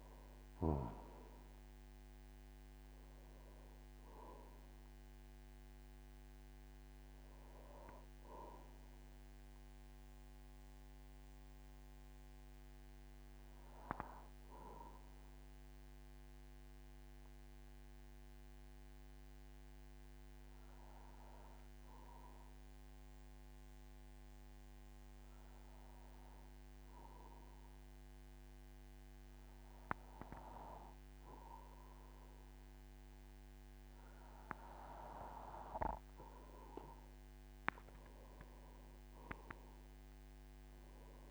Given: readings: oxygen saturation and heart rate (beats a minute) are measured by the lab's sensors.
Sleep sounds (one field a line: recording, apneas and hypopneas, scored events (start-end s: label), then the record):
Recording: breathing in sleep by a microphone on the trachea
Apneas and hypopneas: 1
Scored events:
0.00-20.50 s: oxygen desaturation (device-marked, oxygen 93% lowest, heart rate 47 extreme)
15.50-34.50 s: obstructive apnea (oxygen 98% before, 93% lowest, heart rate 62 before, 46 extreme, up 12 after)
38.00-41.31 s: arousal
From the record:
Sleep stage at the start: N2 (light sleep)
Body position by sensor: on the back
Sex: male